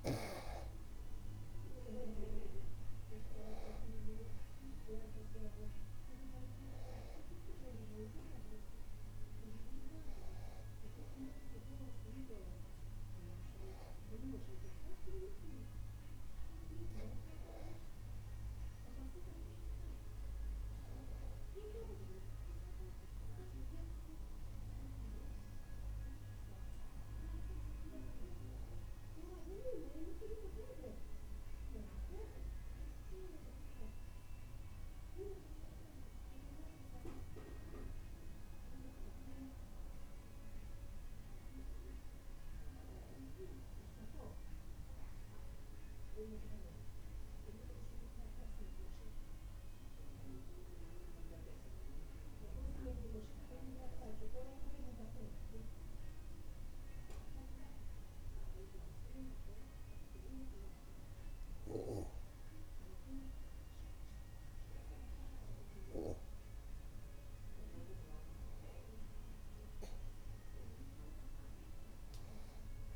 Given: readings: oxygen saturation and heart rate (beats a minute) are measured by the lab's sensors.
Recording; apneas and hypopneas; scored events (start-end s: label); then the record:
breathing in sleep by a room microphone; none
none scored
From the record:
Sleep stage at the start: N2 (light sleep); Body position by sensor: on the back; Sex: male